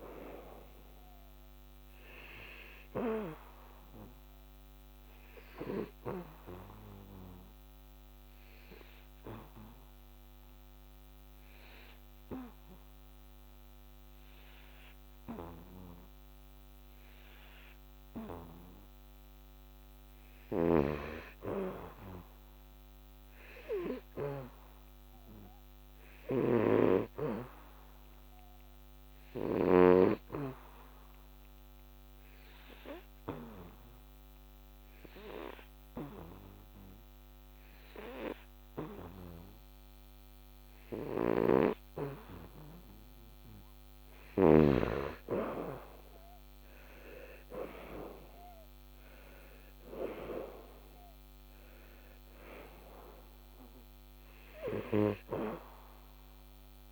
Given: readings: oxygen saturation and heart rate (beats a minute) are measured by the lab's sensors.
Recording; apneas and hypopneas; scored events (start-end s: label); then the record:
breathing in sleep by a microphone on the trachea; 2
0.00-17.50 s: oxygen desaturation (device-marked, oxygen 90% lowest, heart rate 65 extreme)
7.00-19.00 s: obstructive apnea (oxygen 96% before, 90% lowest, heart rate 76 before, 65 extreme, up 2 after)
21.50-25.50 s: arousal
31.00-43.50 s: hypopnea (oxygen 98% before, 90% lowest, heart rate 75 before, 71 extreme, up 13 after)
31.50-40.50 s: oxygen desaturation (device-marked, oxygen 98% before, 93% lowest, heart rate 74 before, 72 extreme)
45.50-48.50 s: arousal
47.50-56.92 s: oxygen desaturation (device-marked, oxygen 94% before, 90% lowest, heart rate 70 before, 72 extreme)
From the record:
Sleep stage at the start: N2 (light sleep); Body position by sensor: on the back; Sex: male